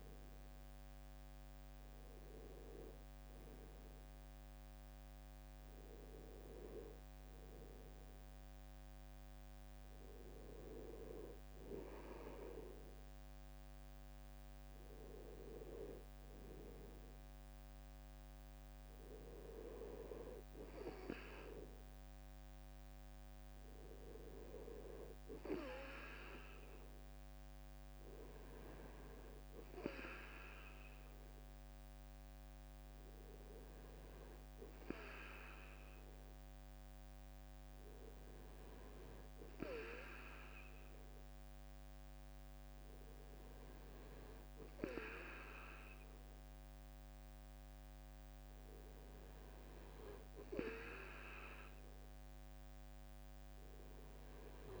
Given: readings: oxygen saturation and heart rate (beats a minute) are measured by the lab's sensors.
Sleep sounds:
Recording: breathing in sleep by a microphone on the trachea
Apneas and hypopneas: none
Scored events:
none scored
From the record:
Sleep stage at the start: N2 (light sleep)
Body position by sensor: on the back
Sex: male

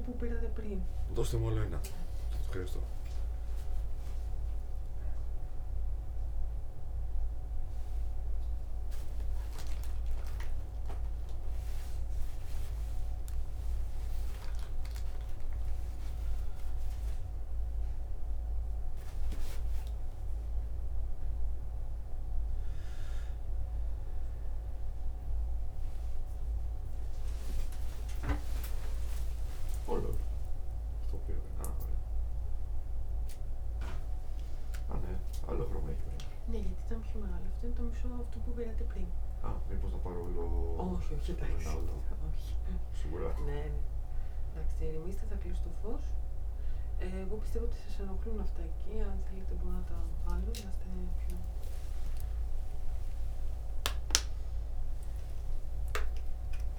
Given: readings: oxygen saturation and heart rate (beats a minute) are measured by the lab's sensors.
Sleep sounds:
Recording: a person awake in a sleep study, by a room microphone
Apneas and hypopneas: none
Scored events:
none scored
From the record:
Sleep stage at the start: awake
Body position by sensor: on the right side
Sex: male

